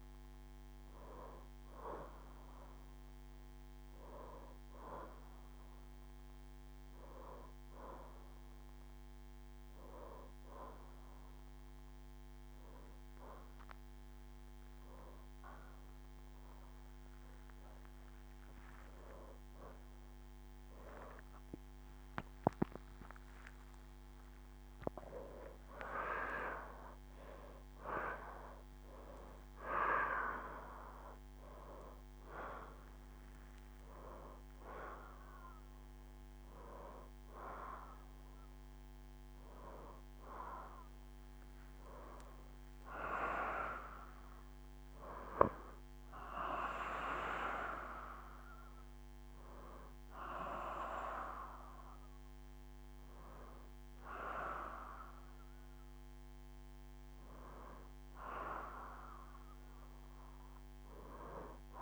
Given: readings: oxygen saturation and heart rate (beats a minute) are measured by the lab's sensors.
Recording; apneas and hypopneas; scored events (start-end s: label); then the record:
a person partly awake in a sleep study, by a microphone on the trachea; none
0.00-10.00 s: oxygen desaturation (device-marked, oxygen 85% lowest, heart rate 77 extreme)
11.00-41.00 s: new sleep stage, awake
20.00-22.00 s: long interval between heartbeats (device-marked, heart rate 79 before, 88 extreme)
22.00-24.00 s: long interval between heartbeats (device-marked, heart rate 79 before, 99 extreme)
25.50-27.50 s: long interval between heartbeats (device-marked, heart rate 83 before, 110 extreme)
29.00-40.00 s: oxygen desaturation (device-marked, oxygen 92% before, 89% lowest, heart rate 90 before, 73 extreme)
41.00-61.81 s: new sleep stage, N2 (light sleep)
From the record:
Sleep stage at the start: N2 (light sleep); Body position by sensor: on the right side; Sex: female